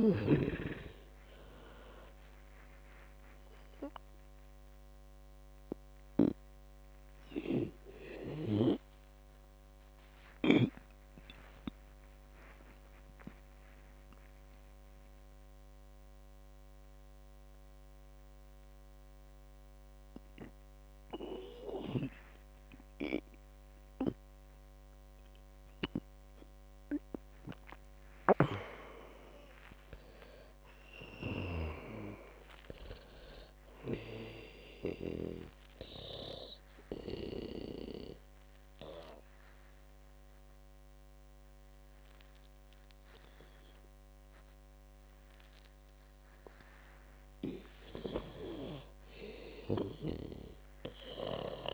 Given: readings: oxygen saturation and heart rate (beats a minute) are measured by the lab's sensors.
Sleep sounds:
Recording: breathing in sleep by a microphone on the trachea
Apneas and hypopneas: 1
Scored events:
0.00-1.00 s: arousal
0.50-7.00 s: snoring (device-marked)
5.00-19.00 s: oxygen desaturation (device-marked, oxygen 98% before, 93% lowest)
6.00-26.50 s: obstructive apnea (oxygen 98% before, 93% lowest)
29.00-32.00 s: arousal
29.00-32.50 s: snoring (device-marked)
From the record:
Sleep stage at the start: N2 (light sleep)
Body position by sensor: on the back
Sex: female

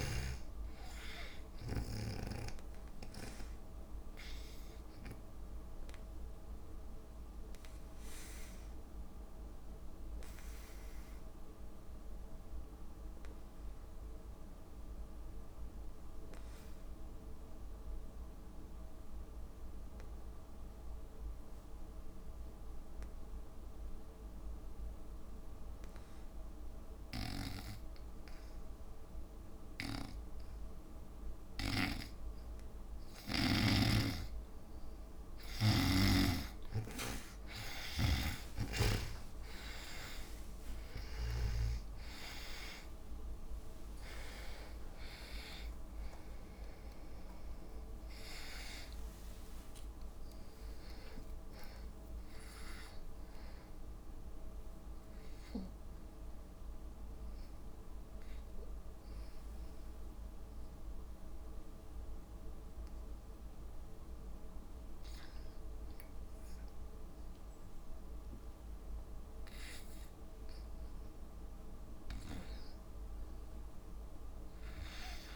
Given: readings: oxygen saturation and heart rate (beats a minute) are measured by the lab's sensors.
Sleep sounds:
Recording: breathing in sleep by a room microphone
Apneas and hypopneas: 1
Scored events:
0.00-13.50 s: oxygen desaturation (device-marked, oxygen 83% lowest, heart rate 56 extreme)
5.50-31.50 s: obstructive apnea (oxygen 99% before, 77% lowest, heart rate 62 before, 57 extreme, up 16 after)
26.50-62.50 s: oxygen desaturation (device-marked, oxygen 98% before, 77% lowest, heart rate 58 before, 57 extreme)
37.50-47.50 s: tachycardia (device-marked, heart rate 64 before, 144 extreme)
39.50-45.50 s: arousal
40.00-42.00 s: long interval between heartbeats (device-marked, heart rate 61 before, 98 extreme)
42.50-52.50 s: drop in pulse transit time (device-marked, heart rate 68 before, 96 extreme)
44.00-46.00 s: long interval between heartbeats (device-marked, heart rate 71 before, 131 extreme)
50.00-52.00 s: long interval between heartbeats (device-marked, heart rate 92 before, 99 extreme)
52.00-54.00 s: long interval between heartbeats (device-marked, heart rate 98 before, 87 extreme)
71.00-74.50 s: arousal
From the record:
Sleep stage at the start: N2 (light sleep)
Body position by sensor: on the back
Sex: female

